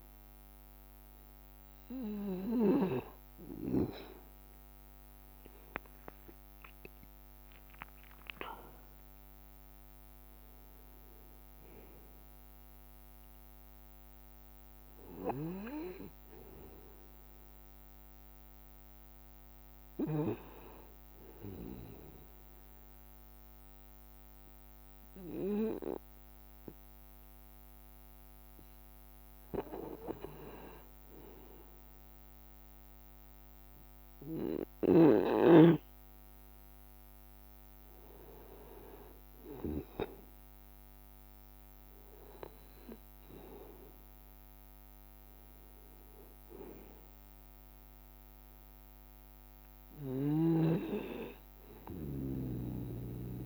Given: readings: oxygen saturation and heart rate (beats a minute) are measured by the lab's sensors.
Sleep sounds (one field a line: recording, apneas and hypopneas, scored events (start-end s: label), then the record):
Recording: breathing in sleep by a microphone on the trachea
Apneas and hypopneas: none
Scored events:
1.00-6.00 s: arousal
5.50-10.50 s: leg movement (device-marked)
30.50-53.46 s: new sleep stage, N2 (light sleep)
31.50-49.50 s: drop in pulse transit time (device-marked, heart rate 67 before, 65 extreme)
38.00-39.50 s: leg movement (device-marked)
From the record:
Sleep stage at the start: N1 (lightest sleep)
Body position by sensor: on the right side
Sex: male